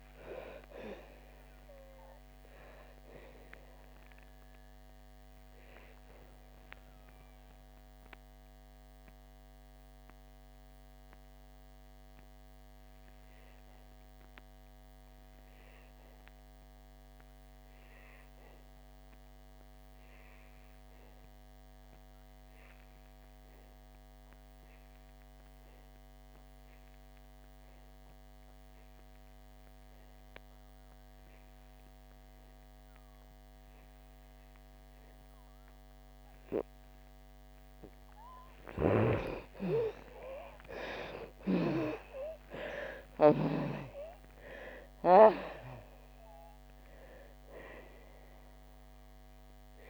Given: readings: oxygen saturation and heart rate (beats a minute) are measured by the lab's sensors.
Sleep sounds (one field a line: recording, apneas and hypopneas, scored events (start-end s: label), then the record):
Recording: breathing in sleep by a microphone on the trachea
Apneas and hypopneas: 1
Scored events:
0.00-24.50 s: oxygen desaturation (device-marked, oxygen 75% lowest, heart rate 61 extreme)
5.00-38.50 s: mixed apnea (oxygen 98% before, 74% lowest, heart rate 90 before, 58 extreme, up 14 after)
29.50-49.90 s: oxygen desaturation (device-marked, oxygen 98% before, 74% lowest, heart rate 69 before, 58 extreme)
38.50-43.50 s: snoring (device-marked)
40.00-44.50 s: arousal
From the record:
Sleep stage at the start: N2 (light sleep)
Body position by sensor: on the back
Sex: female